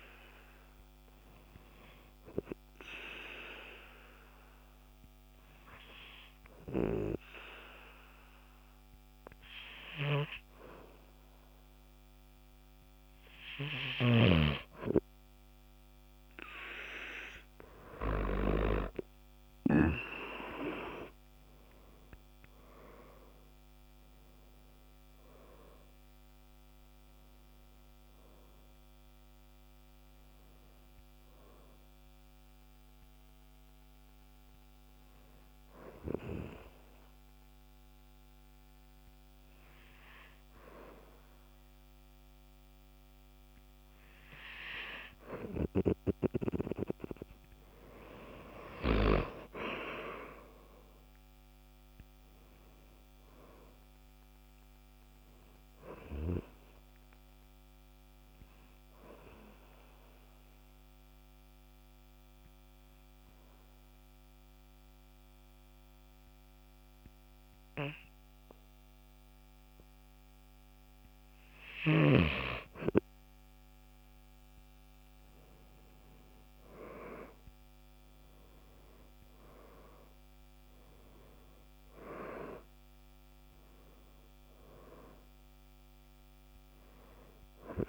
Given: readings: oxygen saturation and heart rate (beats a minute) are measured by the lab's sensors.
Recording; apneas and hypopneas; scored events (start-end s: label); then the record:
breathing in sleep by a microphone on the trachea; 3
2.50-13.00 s: obstructive apnea (oxygen 97% before, 93% lowest, heart rate 55 before, 53 extreme, up 13 after)
20.00-24.50 s: arousal
35.50-46.50 s: obstructive apnea (oxygen 96% before, 93% lowest, heart rate 61 before, 48 extreme, up 23 after)
49.00-53.00 s: arousal
58.50-71.50 s: obstructive apnea (oxygen 97% before, 93% lowest, heart rate 61 before, 48 extreme, up 10 after)
75.00-79.50 s: arousal
From the record:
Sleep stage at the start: N2 (light sleep); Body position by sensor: on the back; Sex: male